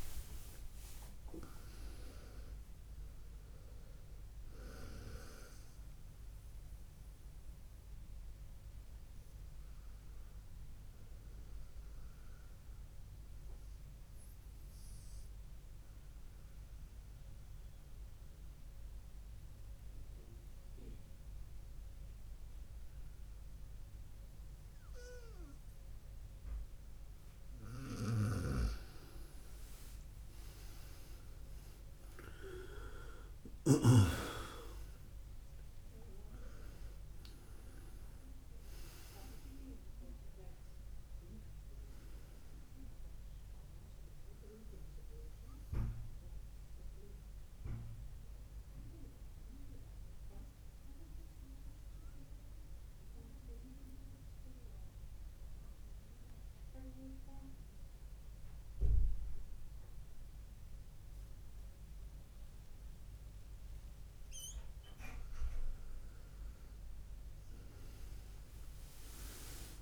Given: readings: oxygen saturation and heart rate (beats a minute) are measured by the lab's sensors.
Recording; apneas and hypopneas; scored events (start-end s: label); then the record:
breathing in sleep by a room microphone; 2
13.00-27.00 s: obstructive apnea (oxygen 99% before, 96% lowest, heart rate 61 before, 59 extreme, up 8 after)
28.00-34.00 s: snoring (device-marked)
30.50-34.50 s: arousal
44.50-65.50 s: obstructive apnea (oxygen 99% before, 96% lowest, heart rate 66 before, 59 extreme, up 7 after)
68.00-69.82 s: arousal
From the record:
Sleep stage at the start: N2 (light sleep); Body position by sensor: on the right side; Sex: male